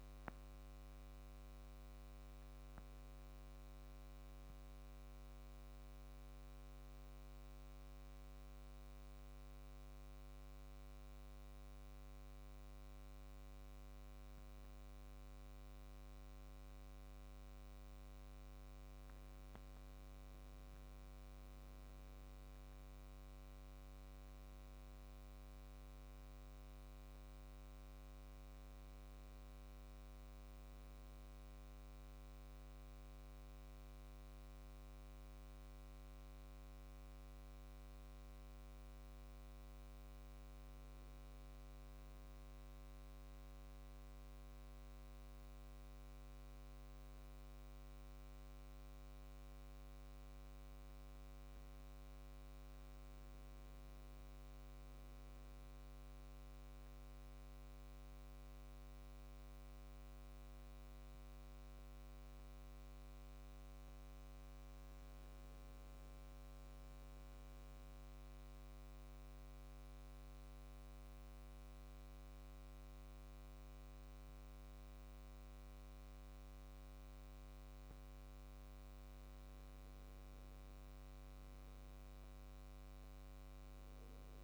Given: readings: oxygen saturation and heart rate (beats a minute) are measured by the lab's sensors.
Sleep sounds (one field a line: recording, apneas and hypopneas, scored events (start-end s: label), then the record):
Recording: breathing in sleep, hard to hear, by a microphone on the trachea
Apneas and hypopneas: 3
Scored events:
4.50-18.00 s: central apnea (oxygen 97% before, 91% lowest, heart rate 70 before, 65 extreme, up 4 after)
20.00-23.50 s: arousal
26.00-48.00 s: oxygen desaturation (device-marked, oxygen 98% before, 91% lowest, heart rate 69 before, 65 extreme)
42.50-52.50 s: central apnea (oxygen 98% before, 90% lowest, heart rate 67 before, 67 extreme, up 5 after)
54.50-57.00 s: arousal
61.00-78.00 s: oxygen desaturation (device-marked, oxygen 98% before, 91% lowest, heart rate 69 before, 67 extreme)
68.50-78.50 s: central apnea (oxygen 98% before, 81% lowest, heart rate 70 before, 67 extreme, up 6 after)
80.50-84.00 s: arousal
From the record:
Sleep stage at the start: N2 (light sleep)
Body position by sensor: on the back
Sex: male